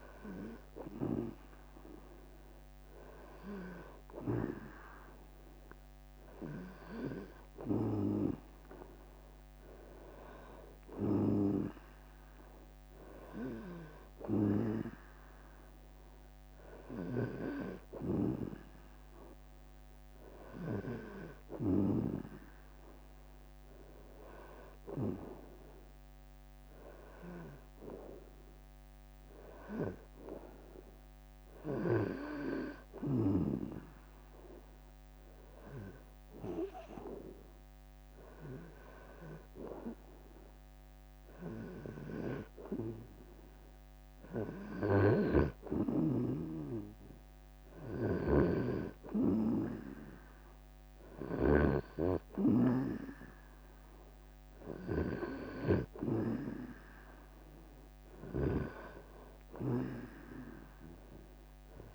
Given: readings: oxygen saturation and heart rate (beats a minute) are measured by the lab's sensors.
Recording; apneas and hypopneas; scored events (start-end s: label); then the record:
breathing in sleep by a microphone on the trachea; none
0.00-8.50 s: drop in pulse transit time (device-marked, heart rate 77 extreme)
57.50-59.50 s: long interval between heartbeats (device-marked, heart rate 77 before, 72 extreme)
59.50-61.95 s: drop in pulse transit time (device-marked, heart rate 76 before, 68 extreme)
From the record:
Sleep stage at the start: REM sleep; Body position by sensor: on the right side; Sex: male